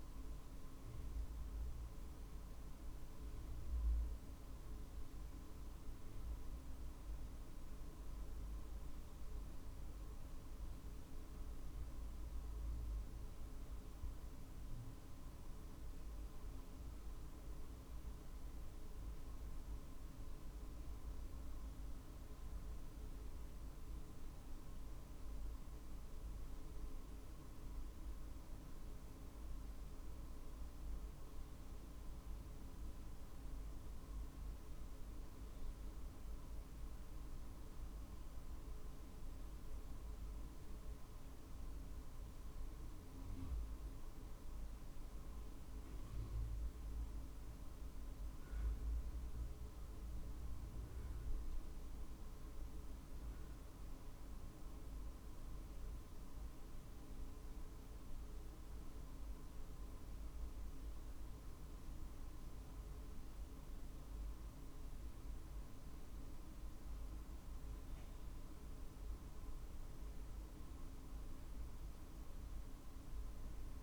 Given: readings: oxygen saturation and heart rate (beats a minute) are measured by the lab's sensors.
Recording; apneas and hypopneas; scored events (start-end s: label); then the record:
breathing in sleep, hard to hear, by a room microphone; none
16.50-73.83 s: new sleep stage, N2 (light sleep)
From the record:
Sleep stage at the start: N1 (lightest sleep); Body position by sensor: on the right side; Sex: male